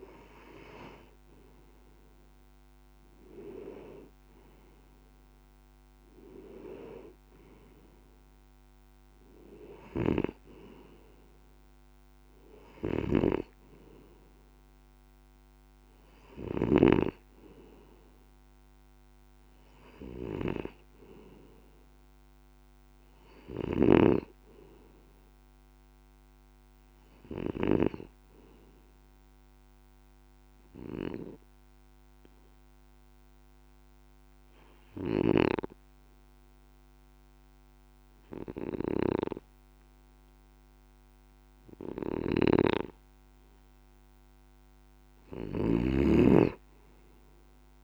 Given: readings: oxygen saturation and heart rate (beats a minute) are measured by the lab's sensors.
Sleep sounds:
breathing in sleep by a microphone on the trachea; 1
0.00-2.00 s: arousal
9.50-16.50 s: snoring (device-marked)
22.50-25.50 s: arousal
23.50-27.50 s: snoring (device-marked)
29.50-43.00 s: obstructive apnea (oxygen 95% before, 93% lowest)
42.00-47.83 s: snoring (device-marked)
45.50-47.83 s: arousal
From the record:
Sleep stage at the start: N2 (light sleep); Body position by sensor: on the left side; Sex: male

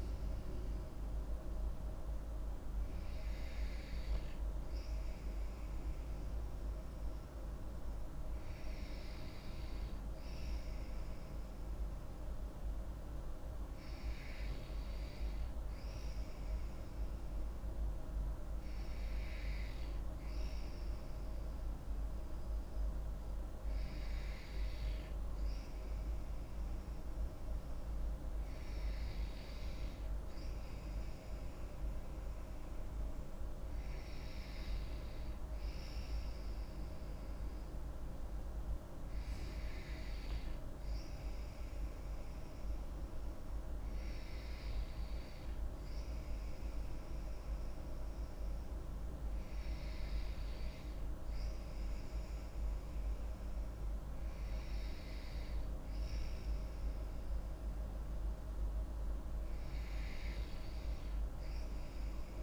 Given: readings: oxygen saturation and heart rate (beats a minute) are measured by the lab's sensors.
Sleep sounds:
breathing in sleep, hard to hear, by a room microphone; none
none scored
From the record:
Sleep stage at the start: N2 (light sleep); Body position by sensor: on the back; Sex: female

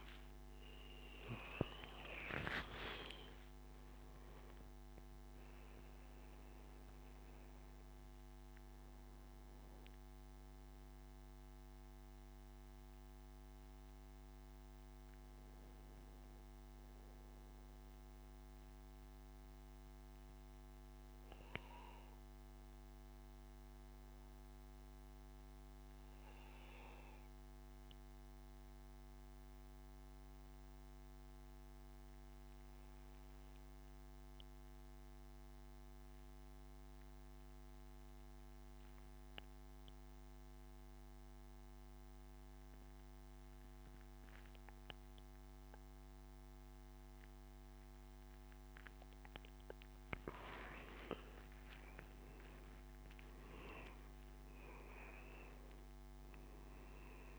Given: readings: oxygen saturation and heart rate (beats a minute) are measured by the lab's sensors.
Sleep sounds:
breathing in sleep by a microphone on the trachea; 1
0.00-1.50 s: arousal
0.00-11.50 s: oxygen desaturation (device-marked, oxygen 94% lowest, heart rate 62 extreme)
17.50-48.00 s: obstructive apnea (oxygen 98% before, 91% lowest, heart rate 74 before, 66 extreme, up 12 after)
43.50-57.39 s: oxygen desaturation (device-marked, oxygen 99% before, 92% lowest, heart rate 72 before, 66 extreme)
51.00-54.50 s: arousal
From the record:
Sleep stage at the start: N2 (light sleep); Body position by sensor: on the back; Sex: male

